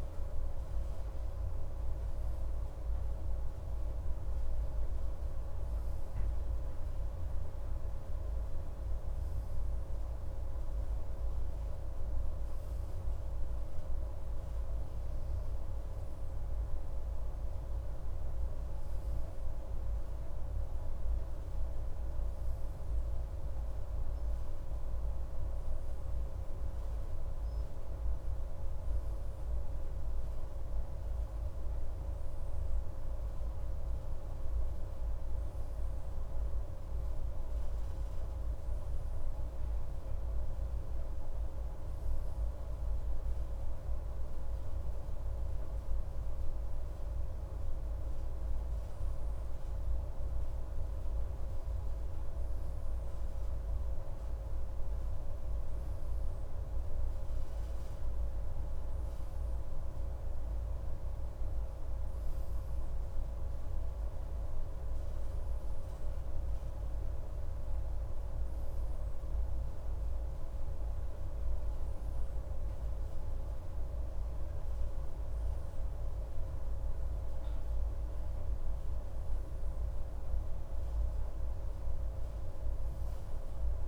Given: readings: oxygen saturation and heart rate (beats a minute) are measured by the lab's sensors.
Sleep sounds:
a person awake in a sleep study, hard to hear, by a room microphone; none
none scored
From the record:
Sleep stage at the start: awake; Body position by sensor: on the left side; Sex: male

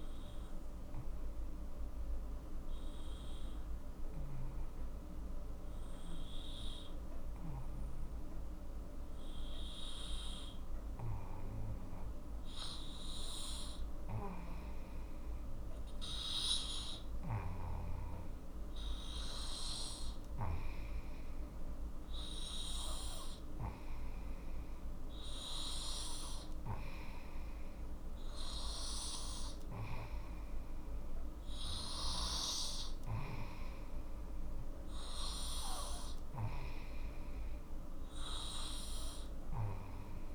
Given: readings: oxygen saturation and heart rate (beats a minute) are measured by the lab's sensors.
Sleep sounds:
breathing in sleep by a room microphone; none
0.00-2.00 s: oxygen desaturation (device-marked, oxygen 92% lowest, heart rate 40 extreme)
18.00-19.00 s: oxygen desaturation (device-marked, oxygen 97% before, 95% lowest, heart rate 45 before, 46 extreme)
From the record:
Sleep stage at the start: N2 (light sleep); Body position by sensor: on the left side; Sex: male

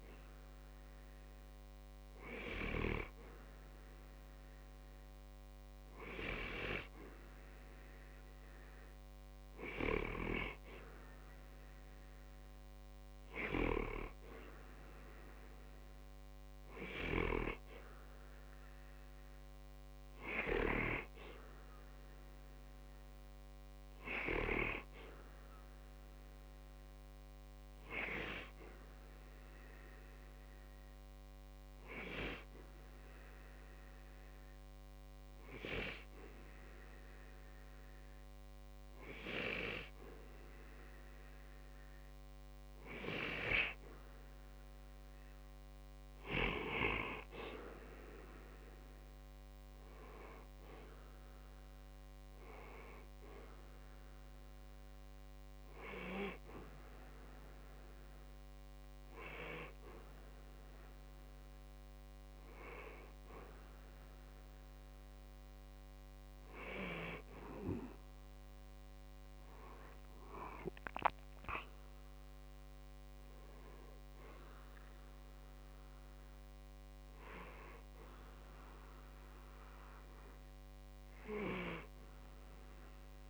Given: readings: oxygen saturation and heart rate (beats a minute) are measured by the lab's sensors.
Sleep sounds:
breathing in sleep by a microphone on the trachea; 1
22.00-25.50 s: arousal
30.00-41.00 s: hypopnea (oxygen 94% before, 91% lowest, heart rate 62 before, 60 extreme, up 6 after)
41.50-45.00 s: arousal
44.50-60.50 s: oxygen desaturation (device-marked, oxygen 94% before, 91% lowest, heart rate 60 before, 60 extreme)
From the record:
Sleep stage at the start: N2 (light sleep); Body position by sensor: on the back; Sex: male

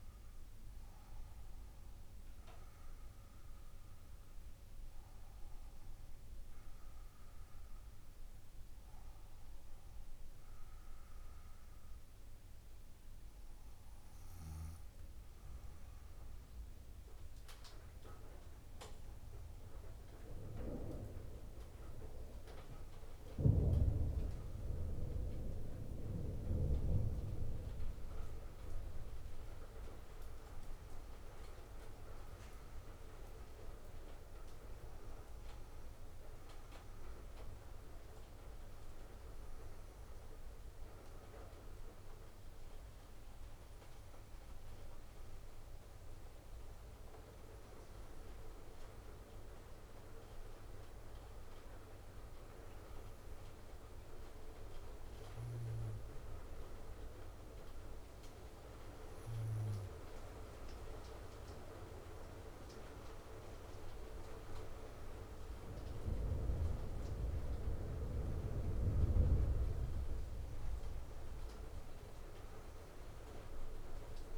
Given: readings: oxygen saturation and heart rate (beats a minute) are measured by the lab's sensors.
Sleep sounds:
breathing in sleep by a room microphone; 1
28.00-74.38 s: new sleep stage, N2 (light sleep)
51.50-63.00 s: obstructive apnea (oxygen 100% before, 98% lowest, heart rate 57 before, 55 extreme, up 4 after)
65.50-71.50 s: arousal
From the record:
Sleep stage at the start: N1 (lightest sleep); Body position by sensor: on the back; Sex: female

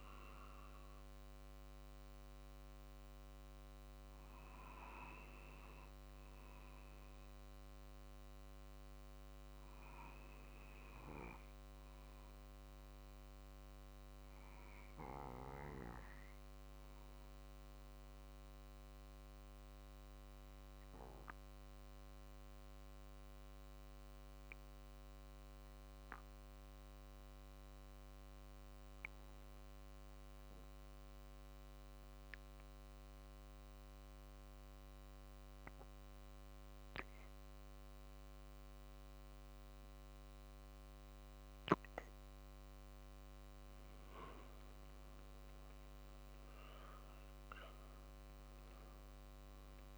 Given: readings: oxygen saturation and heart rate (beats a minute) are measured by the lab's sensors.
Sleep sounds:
breathing in sleep by a microphone on the trachea; 1
0.00-1.50 s: oxygen desaturation (device-marked, oxygen 80% lowest, heart rate 48 extreme)
5.50-43.00 s: obstructive apnea (oxygen 97% before, 87% lowest, heart rate 50 before, 48 extreme, up 4 after)
29.50-39.50 s: drop in pulse transit time (device-marked, heart rate 48 before, 49 extreme)
45.00-49.00 s: arousal
From the record:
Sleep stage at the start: REM sleep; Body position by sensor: on the back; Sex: male

